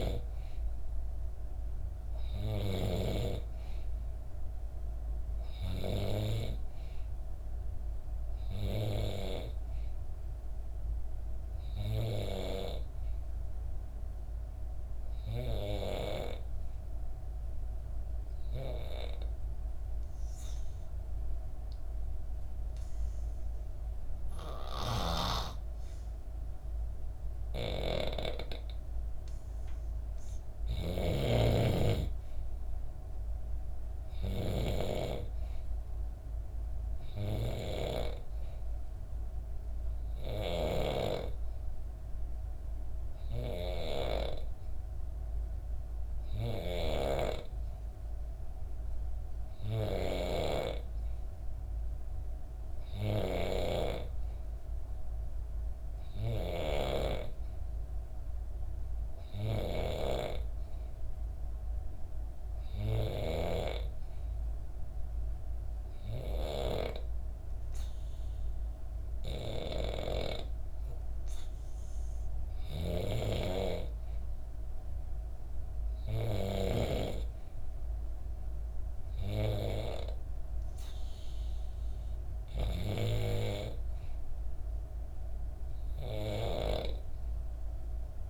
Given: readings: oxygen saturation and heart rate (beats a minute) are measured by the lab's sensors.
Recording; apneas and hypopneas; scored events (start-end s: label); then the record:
breathing in sleep by a room microphone; 2
0.00-2.50 s: snoring (device-marked)
18.00-29.50 s: obstructive apnea (oxygen 93% before, 89% lowest, heart rate 64 before, 63 extreme, up 1 after)
27.00-40.50 s: snoring (device-marked)
31.50-34.50 s: arousal
34.00-51.00 s: oxygen desaturation (device-marked, oxygen 95% before, 89% lowest, heart rate 64 before, 63 extreme)
64.00-74.50 s: obstructive apnea (oxygen 94% before, 92% lowest, heart rate 64 before, 64 extreme, up 1 after)
72.00-76.50 s: snoring (device-marked)
76.50-80.50 s: arousal
From the record:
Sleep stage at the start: N3 (deep sleep); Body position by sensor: on the back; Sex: female